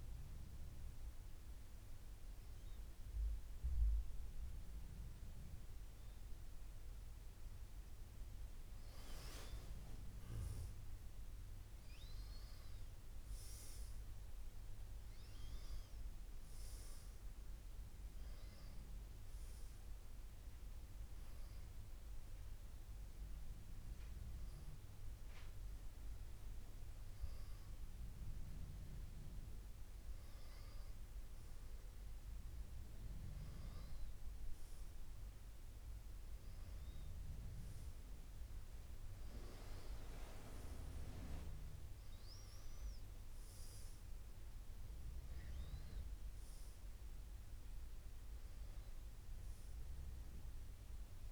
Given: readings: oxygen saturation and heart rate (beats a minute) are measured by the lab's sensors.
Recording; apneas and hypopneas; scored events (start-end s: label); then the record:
breathing in sleep by a room microphone; none
39.50-51.32 s: new sleep stage, N2 (light sleep)
From the record:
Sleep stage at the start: N1 (lightest sleep); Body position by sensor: on the back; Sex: female